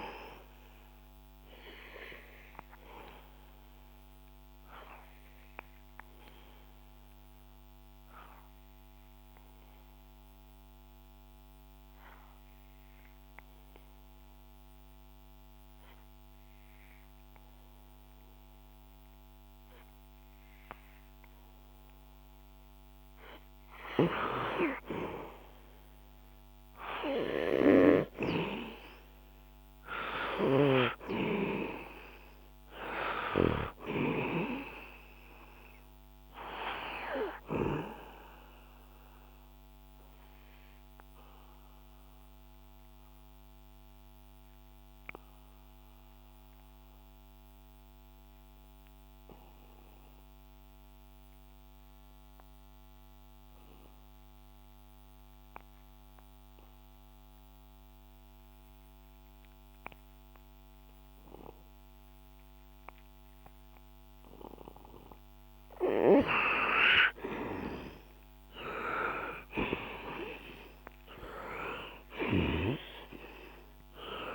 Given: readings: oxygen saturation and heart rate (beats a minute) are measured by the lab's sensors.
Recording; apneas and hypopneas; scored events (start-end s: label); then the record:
breathing in sleep by a microphone on the trachea; 2
0.50-24.50 s: oxygen desaturation (device-marked, oxygen 98% before, 90% lowest, heart rate 67 before, 61 extreme)
3.00-22.50 s: obstructive apnea (oxygen 99% before, 90% lowest, heart rate 67 before, 61 extreme, up 9 after)
26.00-31.00 s: arousal
40.00-64.50 s: obstructive apnea (oxygen 97% before, 89% lowest, heart rate 68 before, 62 extreme, up 5 after)
49.50-57.50 s: oxygen desaturation (device-marked, oxygen 94% before, 91% lowest, heart rate 67 before, 65 extreme)
69.00-74.00 s: arousal
From the record:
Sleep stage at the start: N2 (light sleep); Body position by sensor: on the back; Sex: male